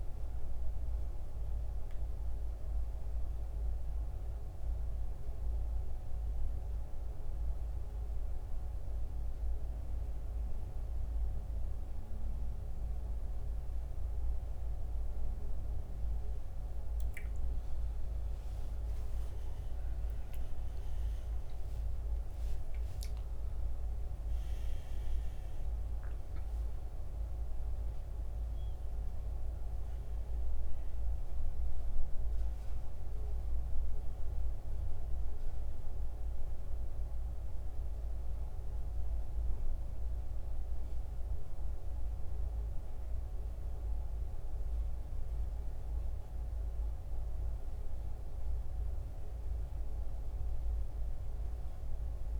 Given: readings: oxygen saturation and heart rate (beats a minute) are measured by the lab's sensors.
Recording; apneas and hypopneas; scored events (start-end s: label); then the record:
breathing in sleep, hard to hear, by a room microphone; 1
4.50-17.00 s: mixed apnea (oxygen 91% before, 88% lowest, heart rate 71 before, 67 extreme, up 14 after)
8.00-52.40 s: new sleep stage, N1 (lightest sleep)
18.00-24.00 s: arousal
27.00-47.00 s: oxygen desaturation (device-marked, oxygen 93% before, 88% lowest, heart rate 71 before, 69 extreme)
From the record:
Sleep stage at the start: N2 (light sleep); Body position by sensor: on the back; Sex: male